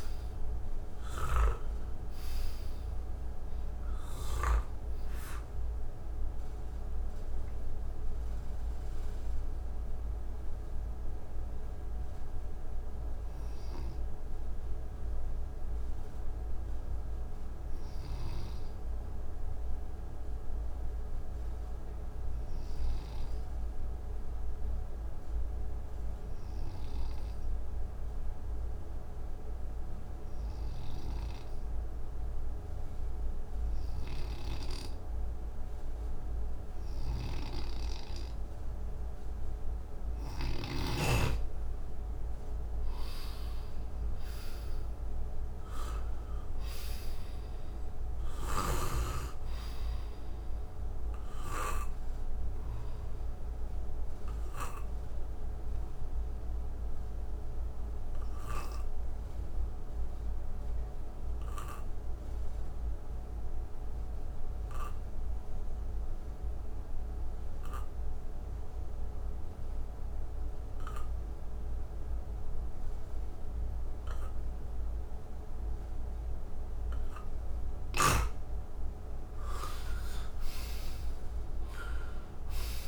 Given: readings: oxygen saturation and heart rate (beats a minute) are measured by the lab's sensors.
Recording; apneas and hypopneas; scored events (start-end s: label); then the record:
breathing in sleep by a room microphone; 2
0.00-19.50 s: oxygen desaturation (device-marked, oxygen 85% lowest, heart rate 56 extreme)
1.00-4.50 s: snoring (device-marked)
11.00-40.00 s: obstructive apnea (oxygen 97% before, 85% lowest, heart rate 75 before, 56 extreme, up 12 after)
35.50-63.50 s: oxygen desaturation (device-marked, oxygen 98% before, 88% lowest, heart rate 58 before, 56 extreme)
42.50-46.50 s: arousal
51.00-76.00 s: obstructive apnea (oxygen 98% before, 86% lowest, heart rate 62 before, 56 extreme, up 48 after)
77.50-81.00 s: snoring (device-marked)
78.50-82.88 s: oxygen desaturation (device-marked, oxygen 96% before, 86% lowest, heart rate 59 before, 57 extreme)
79.00-82.88 s: arousal
From the record:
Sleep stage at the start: N2 (light sleep); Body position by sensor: on the right side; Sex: male